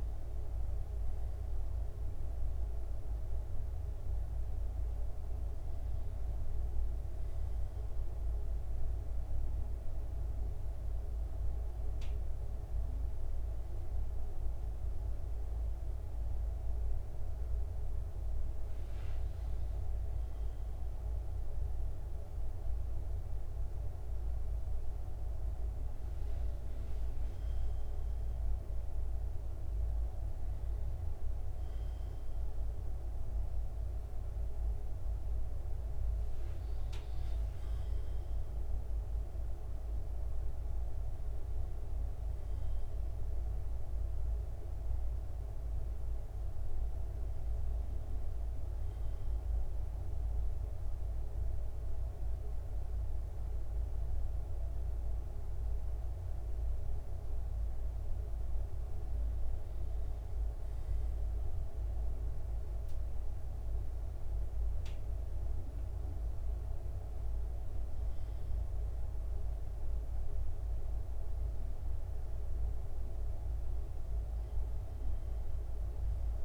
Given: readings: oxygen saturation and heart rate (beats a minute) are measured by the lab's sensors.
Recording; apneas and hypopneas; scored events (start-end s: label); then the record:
a person partly awake in a sleep study, hard to hear, by a room microphone; none
17.50-47.50 s: new sleep stage, awake
20.00-22.00 s: long interval between heartbeats (device-marked, heart rate 67 before, 78 extreme)
38.00-40.00 s: long interval between heartbeats (device-marked, heart rate 71 before, 75 extreme)
47.50-76.45 s: new sleep stage, N1 (lightest sleep)
From the record:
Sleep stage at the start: N1 (lightest sleep); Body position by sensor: on the right side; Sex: male